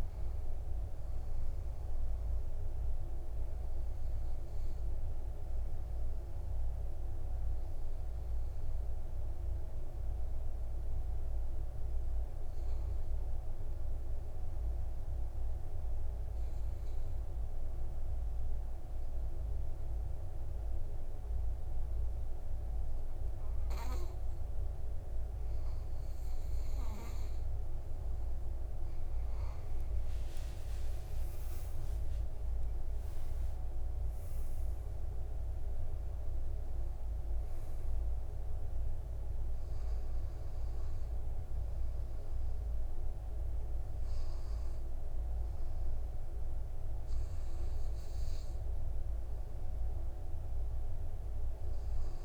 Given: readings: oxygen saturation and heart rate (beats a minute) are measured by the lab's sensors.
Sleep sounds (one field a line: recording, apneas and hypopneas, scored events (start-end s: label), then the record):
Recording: breathing in sleep, hard to hear, by a room microphone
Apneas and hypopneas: 1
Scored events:
0.00-11.00 s: oxygen desaturation (device-marked, oxygen 92% lowest, heart rate 54 extreme)
2.50-26.50 s: obstructive apnea (oxygen 97% before, 93% lowest, heart rate 68 before, 56 extreme, up 31 after)
30.00-34.00 s: arousal
31.50-33.50 s: long interval between heartbeats (device-marked, heart rate 59 before, 85 extreme)
33.00-47.00 s: oxygen desaturation (device-marked, oxygen 99% before, 96% lowest, heart rate 61 before, 53 extreme)
From the record:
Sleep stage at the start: REM sleep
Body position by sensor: on the back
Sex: male